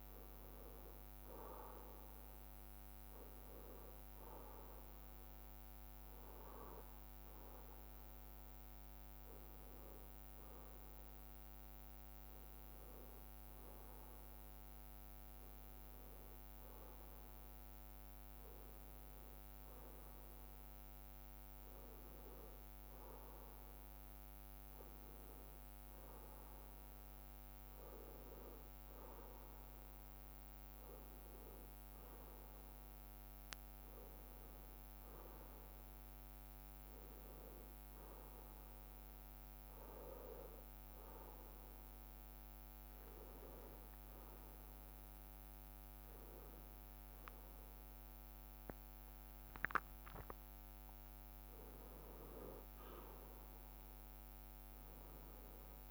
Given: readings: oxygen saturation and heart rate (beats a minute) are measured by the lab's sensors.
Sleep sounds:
breathing in sleep, hard to hear, by a microphone on the trachea; none
0.00-28.50 s: bradycardia (device-marked, heart rate 56 extreme)
36.50-40.50 s: bradycardia (device-marked, heart rate 60 before, 59 extreme)
42.50-47.00 s: arousal
47.50-55.91 s: bradycardia (device-marked, heart rate 60 before, 54 extreme)
From the record:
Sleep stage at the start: N1 (lightest sleep); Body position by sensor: on the left side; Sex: male

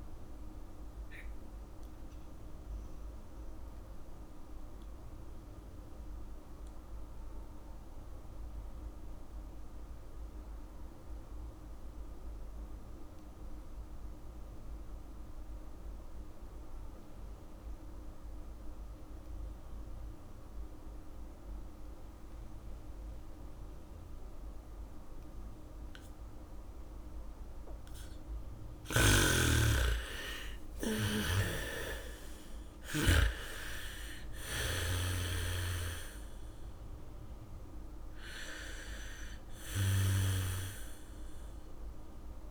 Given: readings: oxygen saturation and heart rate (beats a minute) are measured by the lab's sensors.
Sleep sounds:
breathing in sleep by a room microphone; 1
0.00-13.50 s: oxygen desaturation (device-marked, oxygen 77% lowest, heart rate 51 extreme)
1.00-28.50 s: mixed apnea (oxygen 98% before, 75% lowest, heart rate 66 before, 51 extreme, up 2 after)
19.50-42.50 s: oxygen desaturation (device-marked, oxygen 99% before, 75% lowest, heart rate 81 before, 40 extreme)
21.50-24.50 s: bradycardia (device-marked, heart rate 70 before, 60 extreme)
25.50-33.50 s: bradycardia (device-marked, heart rate 69 before, 53 extreme)
29.50-35.50 s: snoring (device-marked)
31.00-36.00 s: arousal
From the record:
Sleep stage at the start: N2 (light sleep); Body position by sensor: on the back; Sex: female

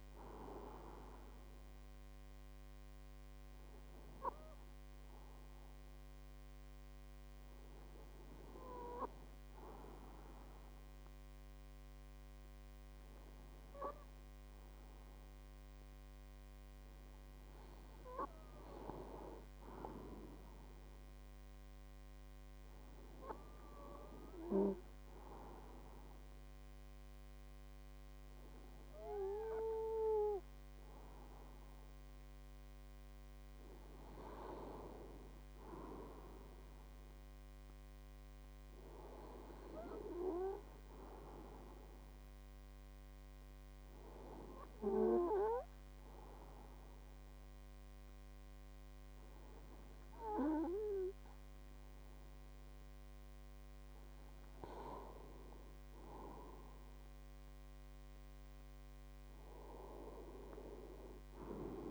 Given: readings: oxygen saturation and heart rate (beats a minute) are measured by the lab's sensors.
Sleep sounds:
breathing in sleep by a microphone on the trachea; 1
1.00-16.50 s: obstructive apnea (oxygen 96% before, 95% lowest, heart rate 52 before, 50 extreme, up 2 after)
19.50-23.00 s: arousal
From the record:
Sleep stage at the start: N2 (light sleep); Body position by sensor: on the right side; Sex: male

